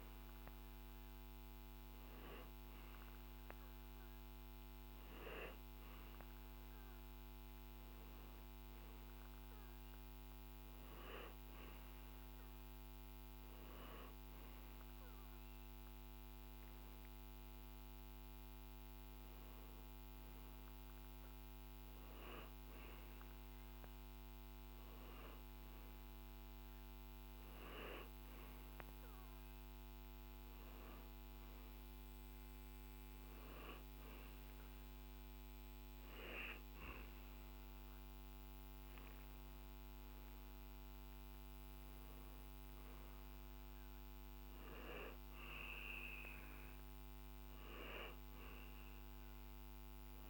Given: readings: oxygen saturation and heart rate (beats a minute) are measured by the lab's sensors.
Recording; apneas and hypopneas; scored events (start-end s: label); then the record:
breathing in sleep by a microphone on the trachea; none
none scored
From the record:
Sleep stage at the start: N2 (light sleep); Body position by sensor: on the back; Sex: male